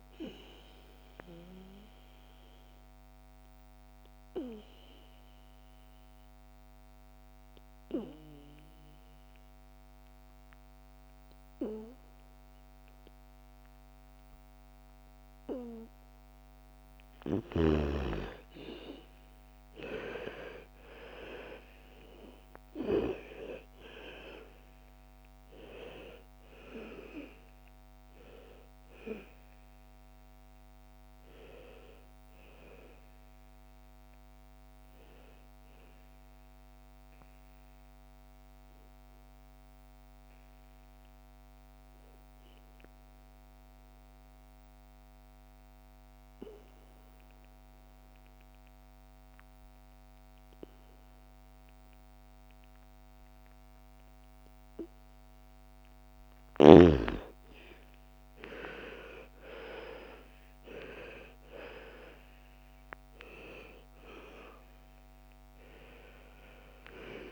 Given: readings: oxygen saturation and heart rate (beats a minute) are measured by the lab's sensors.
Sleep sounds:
breathing in sleep by a microphone on the trachea; 2
0.00-6.50 s: oxygen desaturation (device-marked, oxygen 82% lowest, heart rate 55 extreme)
0.50-15.50 s: obstructive apnea (oxygen 98% before, 84% lowest, heart rate 64 before, 56 extreme, up 12 after)
18.00-21.00 s: arousal
22.50-34.50 s: oxygen desaturation (device-marked, oxygen 99% before, 90% lowest, heart rate 58 before, 55 extreme)
37.50-54.50 s: obstructive apnea (oxygen 99% before, 80% lowest, heart rate 68 before, 55 extreme, up 16 after)
55.50-67.31 s: oxygen desaturation (device-marked, oxygen 98% before, 85% lowest, heart rate 60 before, 57 extreme)
58.00-61.50 s: arousal
From the record:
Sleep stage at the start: N2 (light sleep); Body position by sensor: on the back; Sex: female

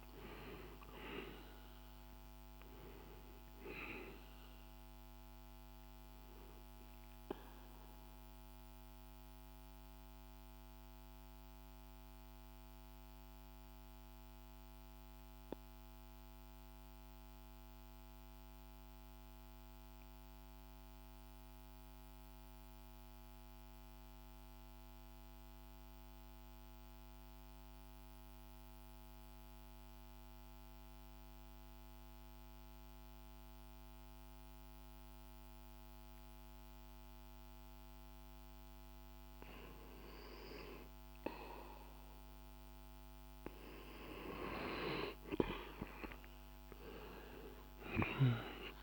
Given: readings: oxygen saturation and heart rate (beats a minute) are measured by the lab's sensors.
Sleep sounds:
breathing in sleep by a microphone on the trachea; 1
0.00-14.50 s: oxygen desaturation (device-marked, oxygen 87% lowest, heart rate 49 extreme)
6.50-42.00 s: mixed apnea (oxygen 97% before, 89% lowest, heart rate 58 before, 50 extreme, up 23 after)
33.50-48.82 s: oxygen desaturation (device-marked, oxygen 99% before, 89% lowest, heart rate 51 before, 47 extreme)
45.50-48.82 s: arousal
From the record:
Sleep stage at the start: N2 (light sleep); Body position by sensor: on the back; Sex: male

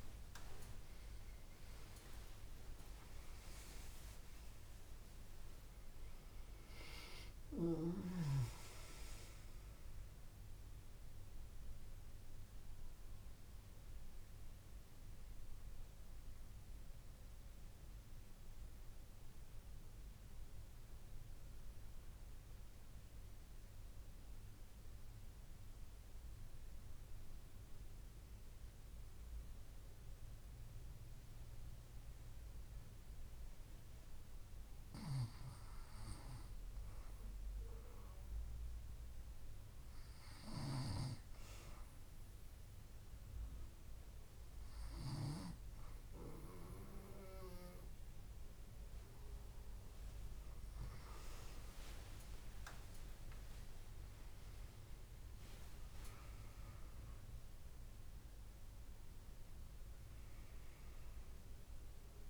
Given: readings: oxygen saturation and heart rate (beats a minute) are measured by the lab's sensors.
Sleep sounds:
breathing in sleep by a room microphone; 1
0.00-4.50 s: arousal
12.50-36.00 s: mixed apnea (oxygen 97% before, 96% lowest)
52.00-57.50 s: arousal
From the record:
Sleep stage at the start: N2 (light sleep); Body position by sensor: on the back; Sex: female

